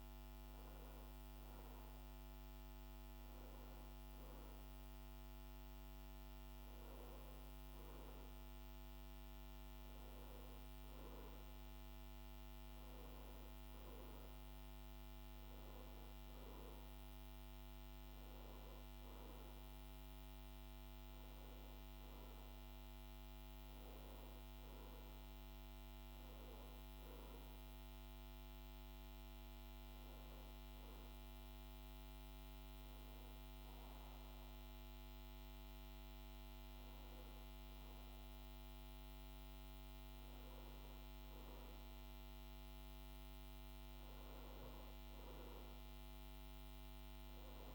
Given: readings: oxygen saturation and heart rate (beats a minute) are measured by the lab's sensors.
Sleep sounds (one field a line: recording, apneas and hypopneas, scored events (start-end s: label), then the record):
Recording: breathing in sleep, hard to hear, by a microphone on the trachea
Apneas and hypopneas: none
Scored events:
none scored
From the record:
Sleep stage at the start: N1 (lightest sleep)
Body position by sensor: on the back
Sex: male